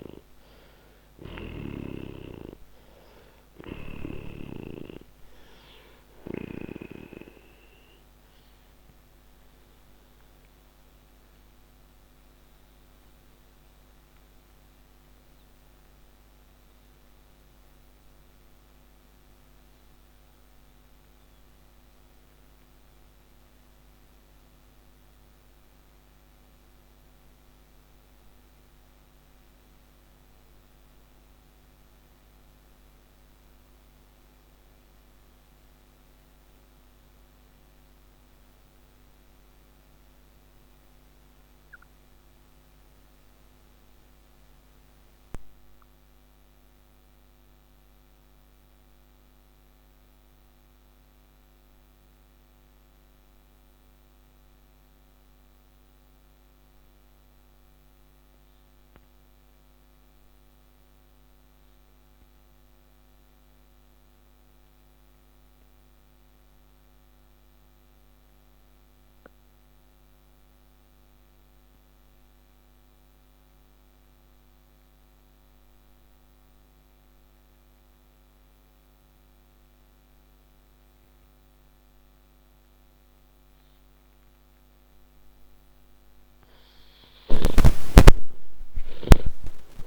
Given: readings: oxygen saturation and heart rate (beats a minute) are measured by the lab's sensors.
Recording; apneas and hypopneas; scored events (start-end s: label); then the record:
breathing in sleep by a microphone on the trachea; 1
0.00-43.50 s: oxygen desaturation (device-marked, oxygen 79% lowest, heart rate 85 extreme)
1.50-6.00 s: snoring (device-marked)
6.50-85.50 s: mixed apnea (oxygen 97% before, 77% lowest, heart rate 119 before, 102 extreme, up 44 after)
76.50-89.87 s: oxygen desaturation (device-marked, oxygen 97% before, 77% lowest, heart rate 146 before, 100 extreme)
87.00-89.87 s: arousal
From the record:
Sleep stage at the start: N2 (light sleep); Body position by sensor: on the back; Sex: male